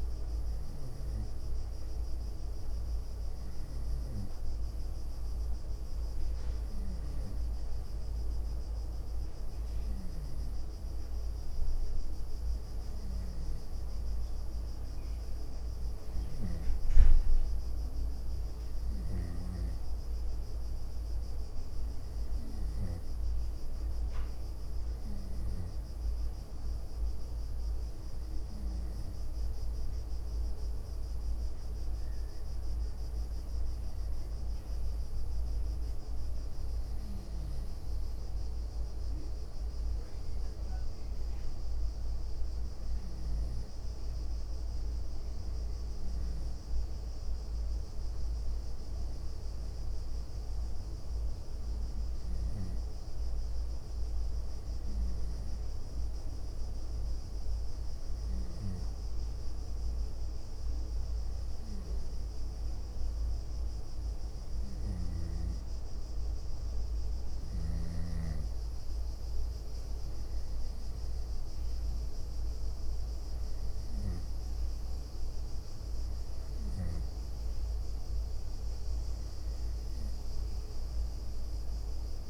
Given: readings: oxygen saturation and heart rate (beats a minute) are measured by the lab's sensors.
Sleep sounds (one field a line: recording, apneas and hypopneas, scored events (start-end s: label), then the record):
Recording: breathing in sleep, hard to hear, by a room microphone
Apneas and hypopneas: none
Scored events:
19.00-23.00 s: snoring (device-marked)
28.00-35.50 s: leg movement (device-marked)
79.50-81.00 s: leg movement (device-marked)
From the record:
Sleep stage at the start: N2 (light sleep)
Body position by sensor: on the right side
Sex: female